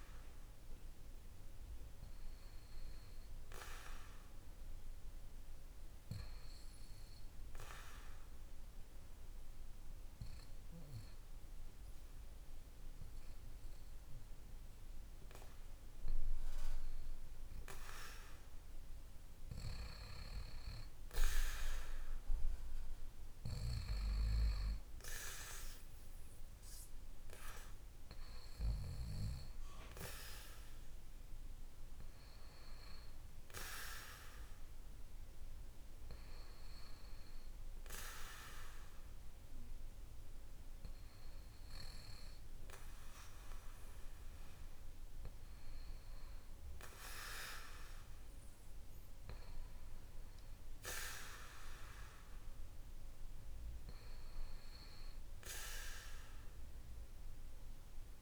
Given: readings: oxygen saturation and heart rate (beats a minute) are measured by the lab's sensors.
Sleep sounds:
breathing in sleep by a room microphone; 1
0.50-3.50 s: arousal
6.50-17.00 s: hypopnea (oxygen 96% before, 93% lowest, heart rate 56 before, 55 extreme, up 5 after)
19.50-23.50 s: arousal
From the record:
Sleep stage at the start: N2 (light sleep); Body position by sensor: on the back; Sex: male

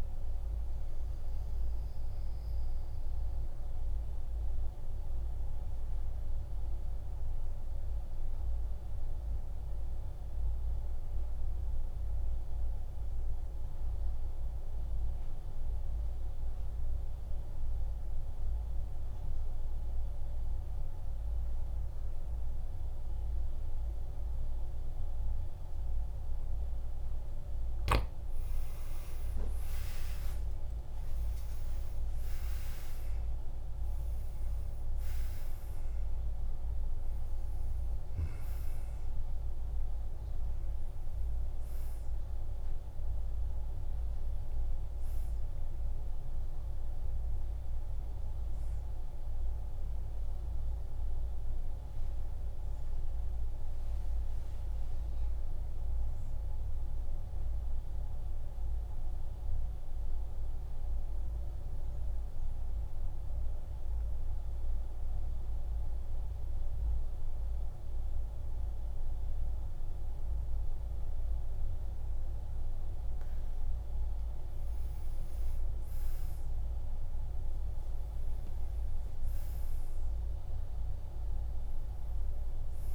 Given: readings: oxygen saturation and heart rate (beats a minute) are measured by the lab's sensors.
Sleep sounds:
breathing in sleep, hard to hear, by a room microphone; 2
0.00-7.00 s: oxygen desaturation (device-marked, oxygen 89% lowest, heart rate 47 extreme)
0.50-27.50 s: mixed apnea (oxygen 97% before, 89% lowest, heart rate 68 before, 47 extreme, up 26 after)
26.00-57.00 s: oxygen desaturation (device-marked, oxygen 99% before, 89% lowest, heart rate 51 before, 50 extreme)
29.50-34.00 s: arousal
30.50-32.50 s: long interval between heartbeats (device-marked, heart rate 52 before, 69 extreme)
57.50-73.50 s: mixed apnea (oxygen 98% before, 94% lowest, heart rate 55 before, 50 extreme, up 10 after)
79.00-82.94 s: arousal
From the record:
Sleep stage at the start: N2 (light sleep); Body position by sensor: on the back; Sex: male

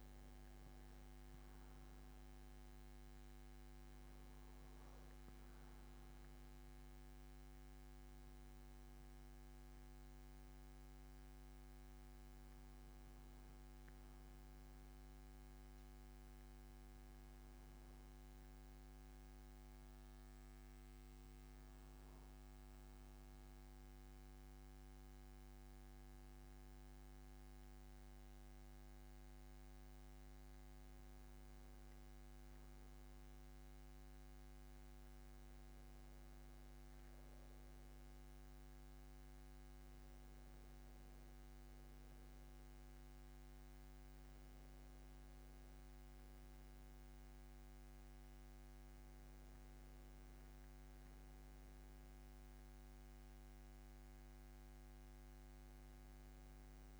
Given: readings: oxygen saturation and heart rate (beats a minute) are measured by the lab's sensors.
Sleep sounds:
breathing in sleep, hard to hear, by a microphone on the trachea; none
47.50-56.99 s: new sleep stage, N2 (light sleep)
From the record:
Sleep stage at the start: N1 (lightest sleep); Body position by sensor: on the back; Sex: male

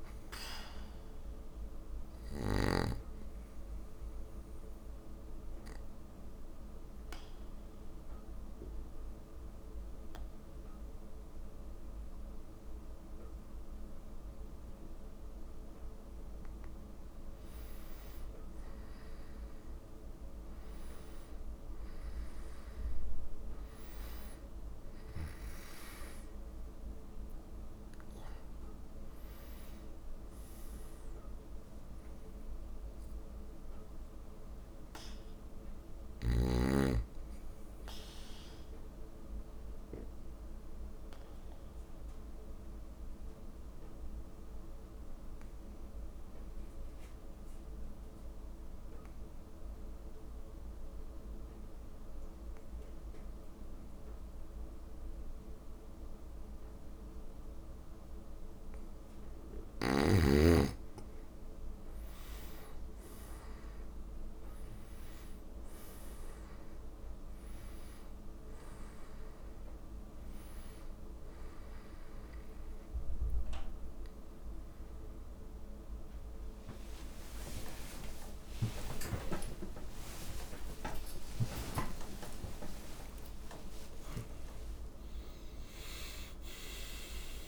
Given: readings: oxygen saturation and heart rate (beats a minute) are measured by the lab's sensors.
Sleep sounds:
a person partly awake in a sleep study, by a room microphone; 2
0.00-2.50 s: snoring (device-marked)
3.50-16.00 s: obstructive apnea (oxygen 97% before, 91% lowest)
22.50-27.00 s: arousal
37.50-58.00 s: obstructive apnea (oxygen 96% before, 89% lowest)
62.50-87.48 s: new sleep stage, awake
65.50-87.48 s: oxygen desaturation (device-marked, oxygen 96% before, 89% lowest)
From the record:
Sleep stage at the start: N2 (light sleep); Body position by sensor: on the back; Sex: male

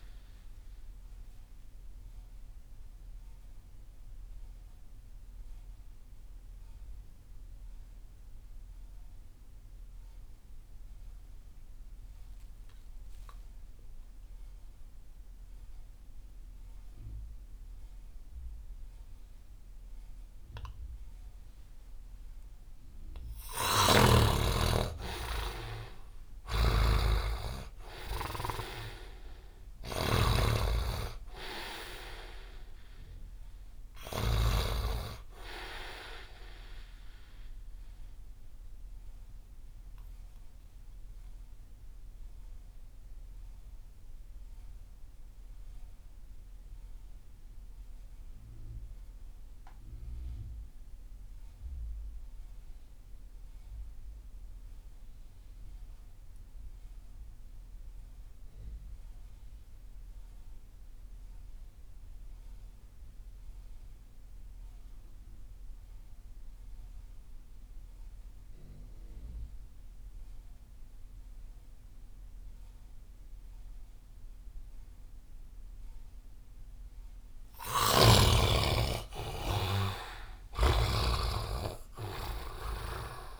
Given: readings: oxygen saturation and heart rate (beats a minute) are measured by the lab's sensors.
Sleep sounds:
breathing in sleep by a room microphone; 2
0.00-15.00 s: oxygen desaturation (device-marked, oxygen 46% lowest)
1.00-22.50 s: mixed apnea (oxygen 72% before, 46% lowest)
23.50-34.50 s: snoring (device-marked)
24.50-28.00 s: arousal
27.00-46.00 s: oxygen desaturation (device-marked, oxygen 99% before, 69% lowest)
38.00-76.50 s: mixed apnea (oxygen 99% before, 62% lowest)
52.00-83.40 s: oxygen desaturation (device-marked, oxygen 99% before, 62% lowest)
78.00-81.50 s: arousal
80.50-83.40 s: snoring (device-marked)
From the record:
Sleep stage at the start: REM sleep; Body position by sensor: on the right side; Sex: male

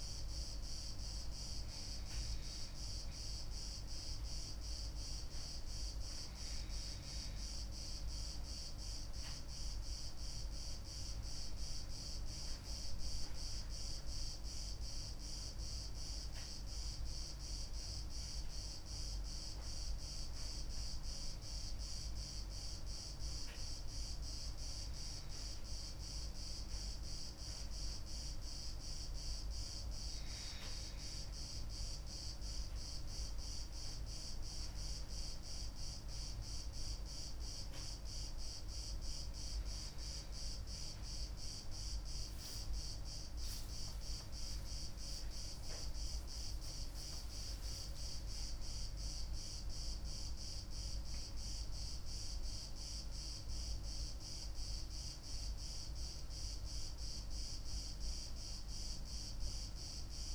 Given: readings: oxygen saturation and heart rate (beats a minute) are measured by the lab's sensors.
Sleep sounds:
breathing in sleep, hard to hear, by a room microphone; none
11.50-15.50 s: arousal
43.50-47.50 s: arousal
From the record:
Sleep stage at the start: N2 (light sleep); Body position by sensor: on the left side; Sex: female

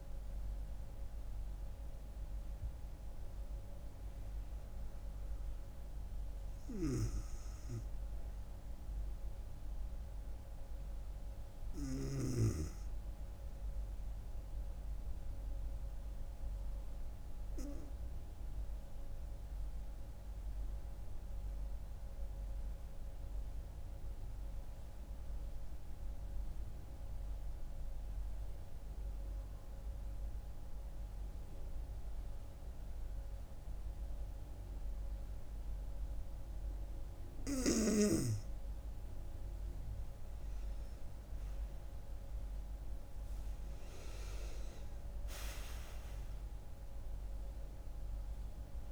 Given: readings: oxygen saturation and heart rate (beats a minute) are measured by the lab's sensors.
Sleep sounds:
breathing in sleep by a room microphone; 1
0.00-17.00 s: oxygen desaturation (device-marked, oxygen 92% lowest, heart rate 64 extreme)
14.00-38.00 s: obstructive apnea (oxygen 96% before, 91% lowest, heart rate 72 before, 64 extreme, up 7 after)
35.00-48.92 s: oxygen desaturation (device-marked, oxygen 97% before, 91% lowest, heart rate 67 before, 65 extreme)
39.50-42.50 s: arousal
From the record:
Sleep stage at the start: N2 (light sleep); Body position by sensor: on the back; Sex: female

